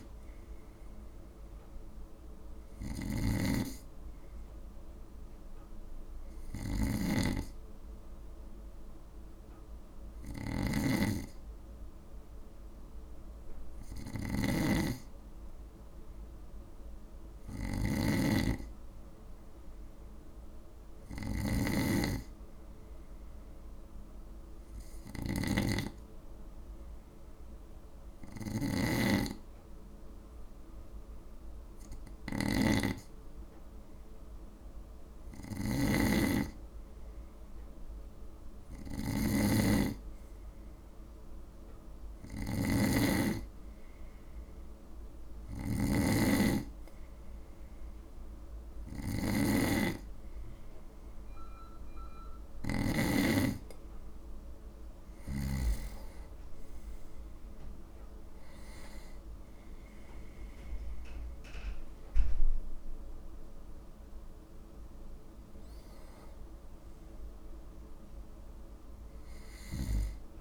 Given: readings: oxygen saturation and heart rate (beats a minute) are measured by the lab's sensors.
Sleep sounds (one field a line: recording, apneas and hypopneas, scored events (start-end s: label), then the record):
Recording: breathing in sleep by a room microphone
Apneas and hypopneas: 1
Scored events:
0.00-53.00 s: snoring (device-marked)
16.00-19.50 s: arousal
23.50-36.00 s: hypopnea (oxygen 96% before, 92% lowest, heart rate 53 before, 50 extreme, up 10 after)
37.50-41.00 s: arousal
54.50-70.41 s: oxygen desaturation (device-marked, oxygen 95% before, 92% lowest, heart rate 59 before, 53 extreme)
From the record:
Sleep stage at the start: N2 (light sleep)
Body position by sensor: on the right side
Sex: male